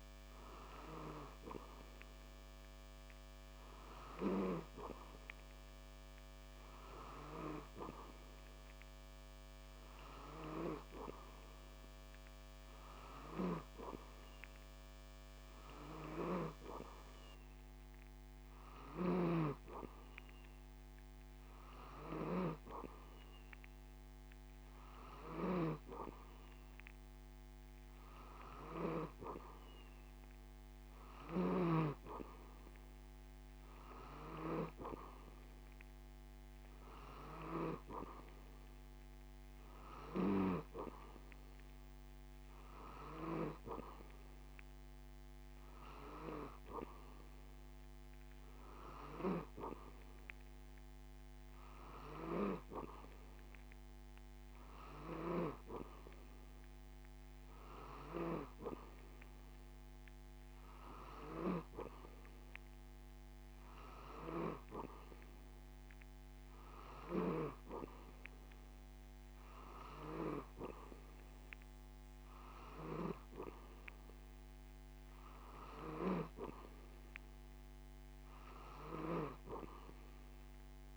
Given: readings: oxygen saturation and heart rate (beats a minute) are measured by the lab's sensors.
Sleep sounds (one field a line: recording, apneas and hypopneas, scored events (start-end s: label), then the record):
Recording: breathing in sleep by a microphone on the trachea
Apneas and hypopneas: none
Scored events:
none scored
From the record:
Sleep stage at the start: N2 (light sleep)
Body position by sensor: on the back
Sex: male